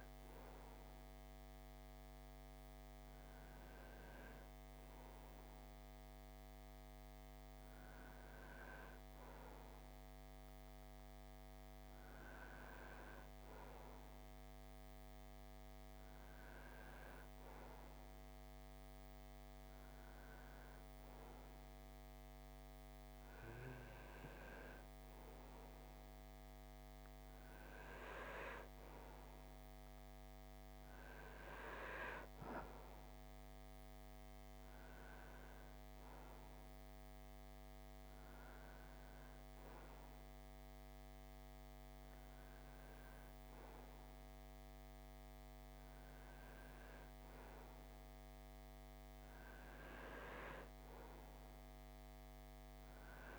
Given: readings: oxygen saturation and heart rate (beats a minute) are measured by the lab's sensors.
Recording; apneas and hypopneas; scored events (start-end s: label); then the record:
breathing in sleep by a microphone on the trachea; none
39.00-53.39 s: new sleep stage, N2 (light sleep)
From the record:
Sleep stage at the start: REM sleep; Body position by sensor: on the right side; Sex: male